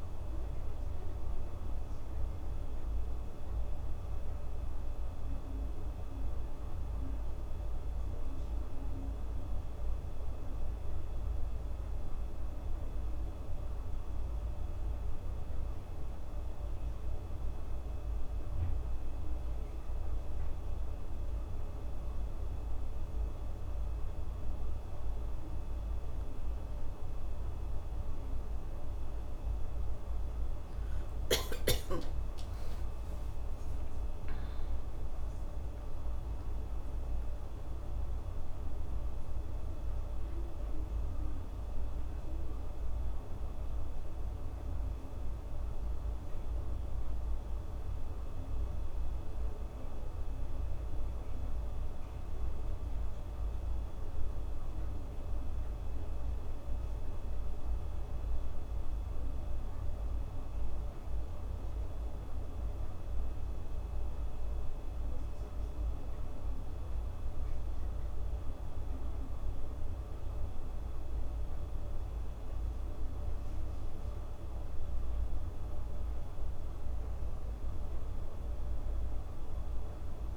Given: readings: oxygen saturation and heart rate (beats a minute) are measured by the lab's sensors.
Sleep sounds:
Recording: breathing in sleep, hard to hear, by a room microphone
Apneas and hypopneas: 1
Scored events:
3.00-19.00 s: hypopnea (oxygen 98% before, 95% lowest, heart rate 77 before, 78 extreme, up 3 after)
30.00-33.50 s: arousal
38.00-80.37 s: new sleep stage, N2 (light sleep)
From the record:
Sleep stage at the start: N1 (lightest sleep)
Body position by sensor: on the back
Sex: female

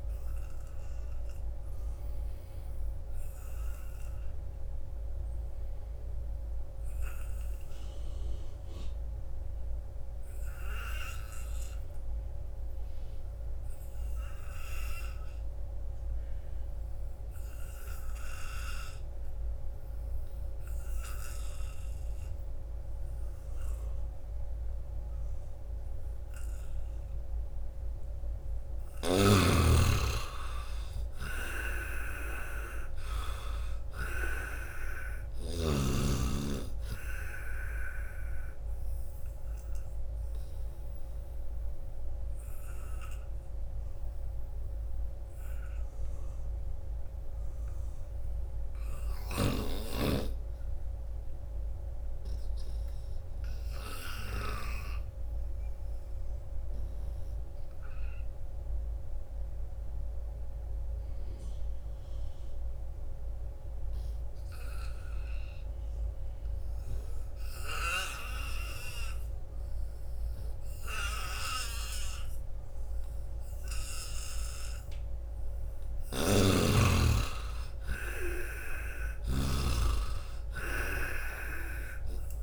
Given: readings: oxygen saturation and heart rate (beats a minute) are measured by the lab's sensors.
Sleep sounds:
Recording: breathing in sleep by a room microphone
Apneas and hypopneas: 2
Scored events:
0.00-15.50 s: oxygen desaturation (device-marked, oxygen 80% lowest, heart rate 67 extreme)
0.50-27.00 s: obstructive apnea (oxygen 97% before, 77% lowest, heart rate 74 before, 67 extreme)
17.50-55.50 s: oxygen desaturation (device-marked, oxygen 97% before, 77% lowest, heart rate 84 before, 67 extreme)
29.00-35.50 s: snoring (device-marked)
31.50-35.00 s: arousal
40.00-74.00 s: obstructive apnea (oxygen 97% before, 77% lowest, heart rate 78 before, 73 extreme, up 16 after)
67.50-82.43 s: oxygen desaturation (device-marked, oxygen 97% before, 79% lowest, heart rate 85 before, 73 extreme)
76.00-78.00 s: long interval between heartbeats (device-marked, heart rate 81 before, 80 extreme)
76.00-79.50 s: snoring (device-marked)
76.00-80.00 s: arousal
From the record:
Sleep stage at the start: N2 (light sleep)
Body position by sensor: on the back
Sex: male

